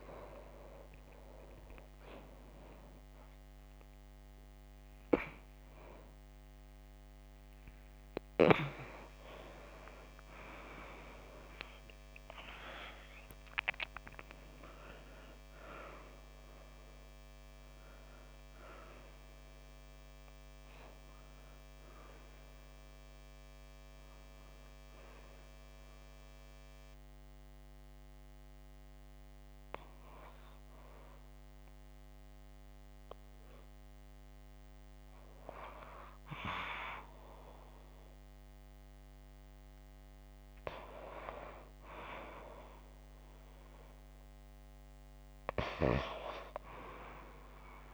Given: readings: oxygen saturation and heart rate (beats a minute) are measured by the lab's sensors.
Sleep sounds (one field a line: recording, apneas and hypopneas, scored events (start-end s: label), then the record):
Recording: a person awake in a sleep study, by a microphone on the trachea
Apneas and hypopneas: 1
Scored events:
8.50-18.50 s: oxygen desaturation (device-marked, oxygen 95% before, 91% lowest)
24.50-47.94 s: new sleep stage, N2 (light sleep)
25.50-40.00 s: hypopnea (oxygen 95% before, 92% lowest)
29.50-47.50 s: oxygen desaturation (device-marked, oxygen 95% before, 92% lowest, heart rate 61 before, 52 extreme)
46.50-47.94 s: arousal
From the record:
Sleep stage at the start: awake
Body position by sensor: on the back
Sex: female